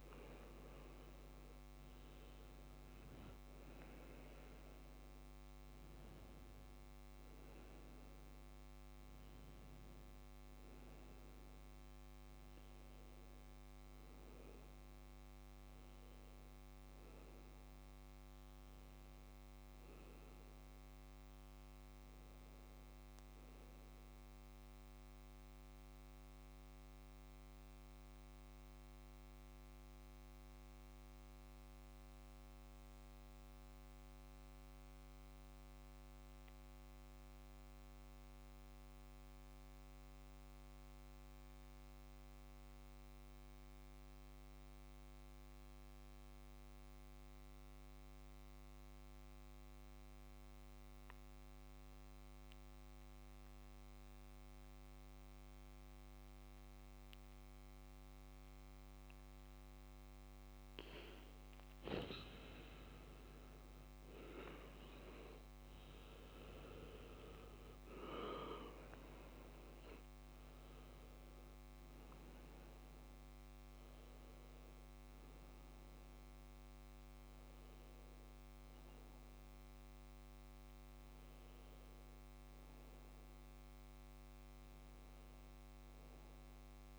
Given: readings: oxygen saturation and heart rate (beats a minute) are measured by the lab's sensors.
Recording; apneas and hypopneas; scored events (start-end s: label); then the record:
breathing in sleep, hard to hear, by a microphone on the trachea; 1
0.00-16.00 s: oxygen desaturation (device-marked, oxygen 93% lowest, heart rate 57 extreme)
17.50-21.00 s: arousal
24.50-60.00 s: mixed apnea (oxygen 97% before, 93% lowest, heart rate 61 before, 60 extreme, up 1 after)
53.00-84.00 s: oxygen desaturation (device-marked, oxygen 99% before, 93% lowest, heart rate 64 before, 58 extreme)
62.00-66.50 s: arousal
65.00-86.99 s: new sleep stage, N1 (lightest sleep)
From the record:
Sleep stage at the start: N2 (light sleep); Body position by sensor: on the back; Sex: male